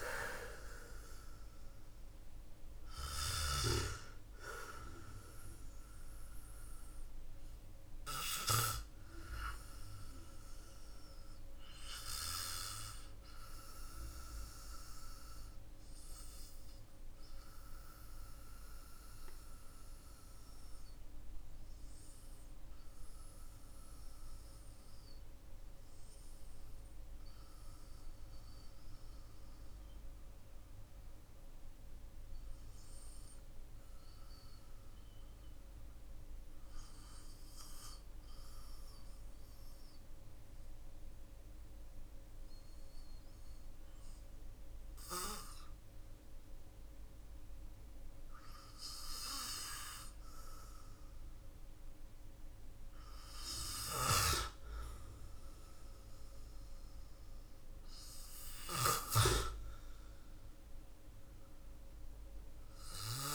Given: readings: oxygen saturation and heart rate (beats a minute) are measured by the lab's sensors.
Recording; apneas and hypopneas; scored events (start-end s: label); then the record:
breathing in sleep by a room microphone; 1
0.00-3.00 s: snoring (device-marked)
5.50-34.50 s: oxygen desaturation (device-marked, oxygen 96% before, 91% lowest, heart rate 52 before, 45 extreme)
7.50-52.50 s: obstructive apnea (oxygen 98% before, 91% lowest, heart rate 52 before, 45 extreme)
54.50-59.00 s: arousal
From the record:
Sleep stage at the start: N2 (light sleep); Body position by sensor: on the back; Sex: male